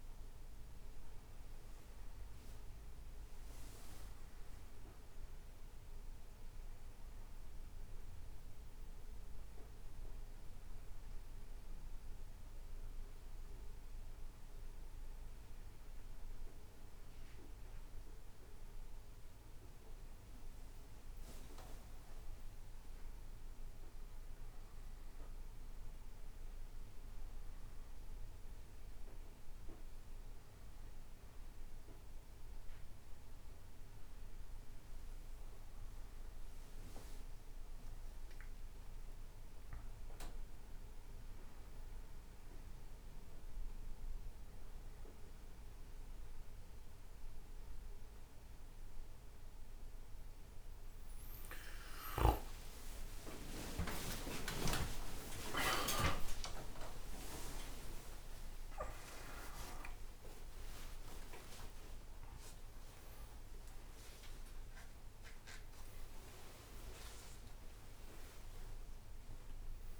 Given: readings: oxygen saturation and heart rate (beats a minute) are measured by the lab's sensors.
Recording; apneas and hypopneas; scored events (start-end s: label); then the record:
a person partly awake in a sleep study, by a room microphone; none
49.50-69.99 s: new sleep stage, awake
52.50-64.50 s: tachycardia (device-marked, heart rate 68 before, 195 extreme)
62.50-69.99 s: oxygen desaturation (device-marked, oxygen 96% before, 92% lowest, heart rate 104 before, 69 extreme)
From the record:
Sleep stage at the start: N2 (light sleep); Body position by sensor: on the right side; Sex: male